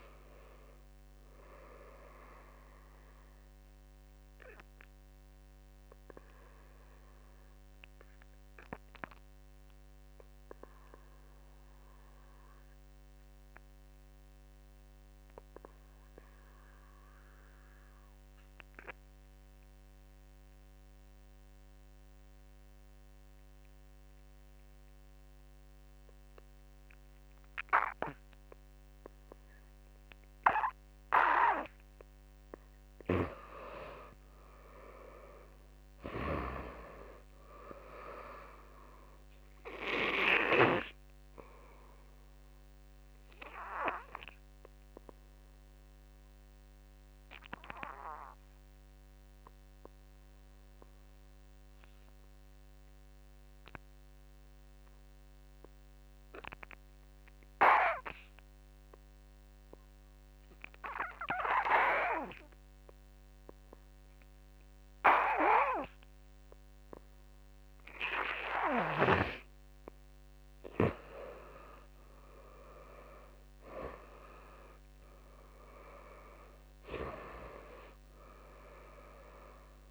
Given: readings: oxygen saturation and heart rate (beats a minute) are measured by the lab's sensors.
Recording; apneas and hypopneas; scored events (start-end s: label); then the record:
breathing in sleep by a microphone on the trachea; 2
0.00-8.50 s: drop in pulse transit time (device-marked, heart rate 50 extreme)
0.00-8.50 s: oxygen desaturation (device-marked, oxygen 87% lowest, heart rate 49 extreme)
3.00-31.00 s: obstructive apnea (oxygen 99% before, 85% lowest, heart rate 62 before, 48 extreme, up 13 after)
26.50-62.50 s: oxygen desaturation (device-marked, oxygen 99% before, 85% lowest, heart rate 53 before, 48 extreme)
33.50-37.00 s: arousal
35.50-55.50 s: drop in pulse transit time (device-marked, heart rate 54 before, 48 extreme)
40.00-68.50 s: obstructive apnea (oxygen 99% before, 84% lowest, heart rate 56 before, 48 extreme, up 15 after)
70.50-74.50 s: arousal
72.50-79.91 s: drop in pulse transit time (device-marked, heart rate 54 before, 52 extreme)
73.50-79.91 s: oxygen desaturation (device-marked, oxygen 97% before, 84% lowest, heart rate 55 before, 48 extreme)
From the record:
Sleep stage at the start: N2 (light sleep); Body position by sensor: on the back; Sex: male